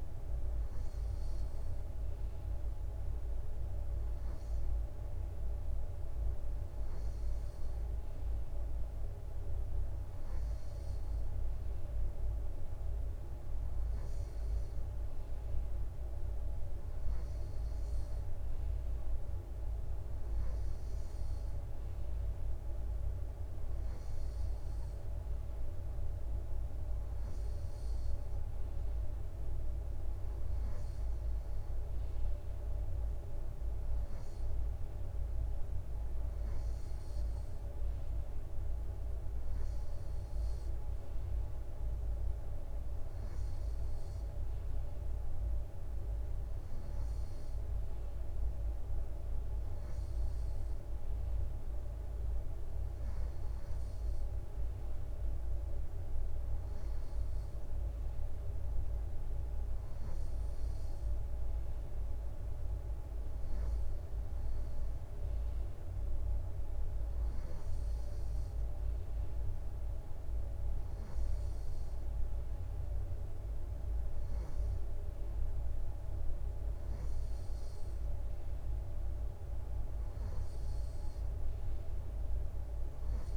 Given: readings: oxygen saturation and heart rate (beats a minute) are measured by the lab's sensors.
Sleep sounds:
breathing in sleep, hard to hear, by a room microphone; none
none scored
From the record:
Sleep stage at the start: N2 (light sleep); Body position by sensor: on the right side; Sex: male

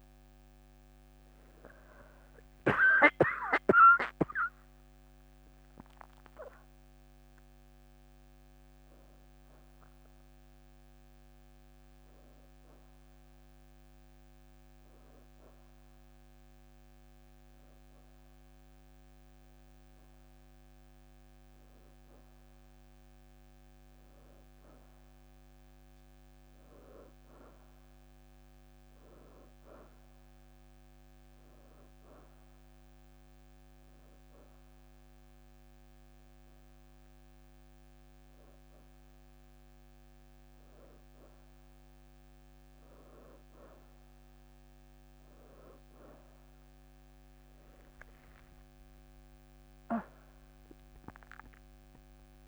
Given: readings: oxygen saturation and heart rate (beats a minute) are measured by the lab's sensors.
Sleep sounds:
a person awake in a sleep study, by a microphone on the trachea; none
0.00-3.50 s: oxygen desaturation (device-marked, oxygen 93% lowest, heart rate 85 extreme)
21.50-43.50 s: oxygen desaturation (device-marked, oxygen 97% before, 90% lowest, heart rate 88 before, 84 extreme)
26.50-28.50 s: leg movement (device-marked)
40.50-52.48 s: new sleep stage, N1 (lightest sleep)
From the record:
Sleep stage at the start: awake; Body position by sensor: on the back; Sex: female

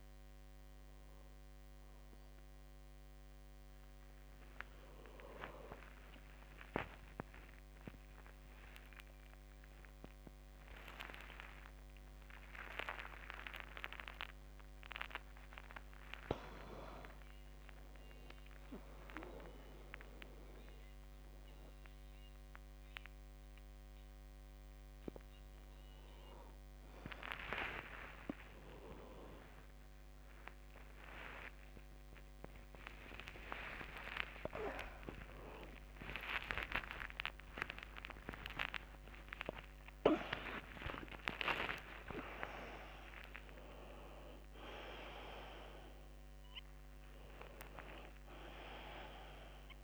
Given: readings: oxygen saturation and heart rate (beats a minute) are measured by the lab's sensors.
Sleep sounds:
a person awake in a sleep study, by a microphone on the trachea; none
6.50-8.50 s: long interval between heartbeats (device-marked, heart rate 65 before, 94 extreme)
9.50-11.50 s: long interval between heartbeats (device-marked, heart rate 73 before, 165 extreme)
12.00-42.00 s: new sleep stage, awake
17.00-19.00 s: long interval between heartbeats (device-marked, heart rate 101 before, 93 extreme)
29.00-31.00 s: long interval between heartbeats (device-marked, heart rate 106 before, 86 extreme)
32.00-34.00 s: long interval between heartbeats (device-marked, heart rate 93 before, 97 extreme)
37.50-39.50 s: long interval between heartbeats (device-marked, heart rate 93 before, 130 extreme)
40.00-42.00 s: long interval between heartbeats (device-marked, heart rate 98 before, 122 extreme)
42.00-44.00 s: long interval between heartbeats (device-marked, heart rate 101 before, 130 extreme)
42.00-49.84 s: new sleep stage, N1 (lightest sleep)
48.00-49.84 s: long interval between heartbeats (device-marked, heart rate 117 before, 38 extreme)
From the record:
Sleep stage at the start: N2 (light sleep); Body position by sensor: on the back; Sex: male

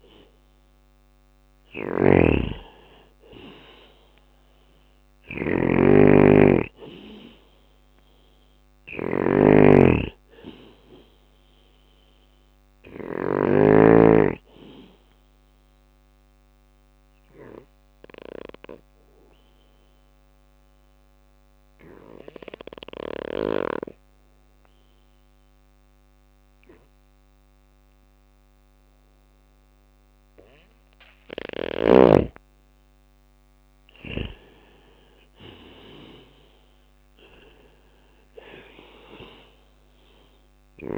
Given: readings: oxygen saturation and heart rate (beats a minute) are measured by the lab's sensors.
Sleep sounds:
breathing in sleep by a microphone on the trachea; 1
0.00-2.00 s: arousal
0.00-11.50 s: drop in pulse transit time (device-marked, heart rate 60 extreme)
0.00-12.50 s: snoring (device-marked)
10.50-17.50 s: oxygen desaturation (device-marked, oxygen 97% before, 93% lowest, heart rate 61 before, 59 extreme)
15.00-30.50 s: obstructive apnea (oxygen 98% before, 92% lowest, heart rate 62 before, 57 extreme, up 7 after)
21.50-23.50 s: bradycardia (device-marked, heart rate 60 before, 60 extreme)
33.00-36.50 s: arousal
33.50-40.98 s: drop in pulse transit time (device-marked, heart rate 61 before, 61 extreme)
35.50-40.98 s: oxygen desaturation (device-marked, oxygen 98% before, 92% lowest, heart rate 61 before, 57 extreme)
39.50-40.98 s: snoring (device-marked)
From the record:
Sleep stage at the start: N2 (light sleep); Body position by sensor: on the back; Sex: male

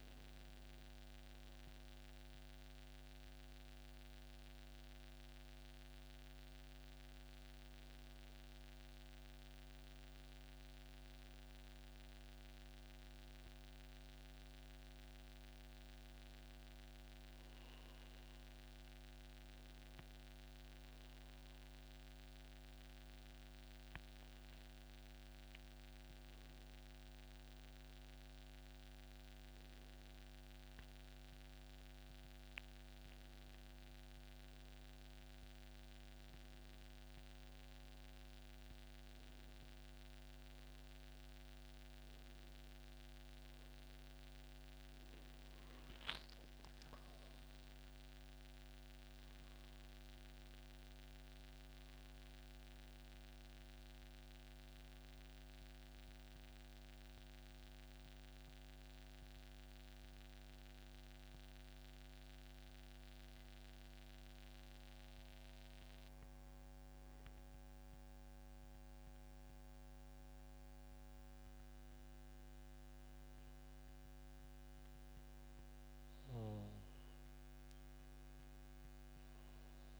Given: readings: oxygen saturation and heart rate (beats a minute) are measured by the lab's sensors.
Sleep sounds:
a person partly awake in a sleep study, hard to hear, by a microphone on the trachea; none
22.00-52.00 s: new sleep stage, awake
52.00-80.00 s: new sleep stage, N1 (lightest sleep)
75.50-79.50 s: arousal
From the record:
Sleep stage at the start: N1 (lightest sleep); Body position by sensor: on the back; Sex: male

